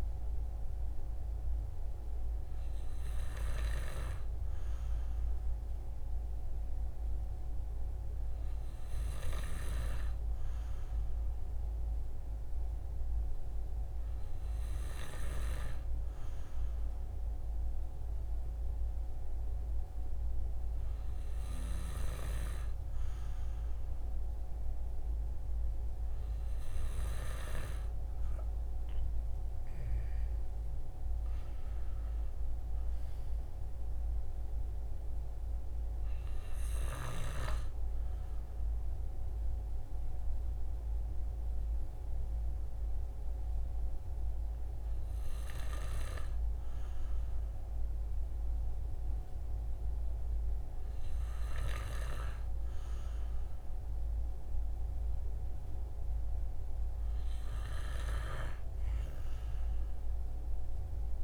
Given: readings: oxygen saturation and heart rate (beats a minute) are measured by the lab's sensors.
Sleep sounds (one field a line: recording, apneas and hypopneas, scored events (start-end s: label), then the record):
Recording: breathing in sleep by a room microphone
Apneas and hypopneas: none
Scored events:
none scored
From the record:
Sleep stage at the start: N2 (light sleep)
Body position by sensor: on the right side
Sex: male